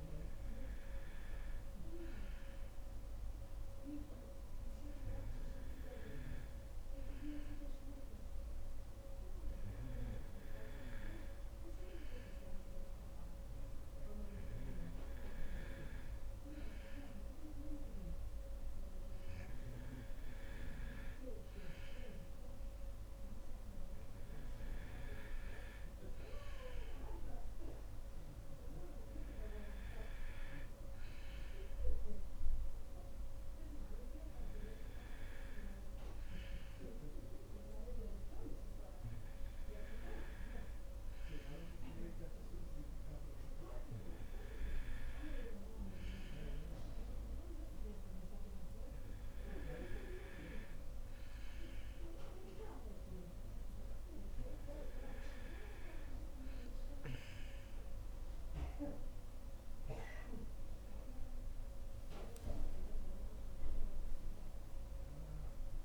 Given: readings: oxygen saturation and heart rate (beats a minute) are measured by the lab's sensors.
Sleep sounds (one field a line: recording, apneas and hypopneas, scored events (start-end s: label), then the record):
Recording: breathing in sleep by a room microphone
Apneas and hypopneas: 1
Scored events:
3.00-16.50 s: hypopnea (oxygen 95% before, 90% lowest, heart rate 61 before, 61 extreme, up 2 after)
17.50-21.50 s: arousal
20.00-44.00 s: oxygen desaturation (device-marked, oxygen 93% before, 90% lowest, heart rate 62 before, 61 extreme)
59.50-63.00 s: arousal
From the record:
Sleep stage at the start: N2 (light sleep)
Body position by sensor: on the back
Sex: female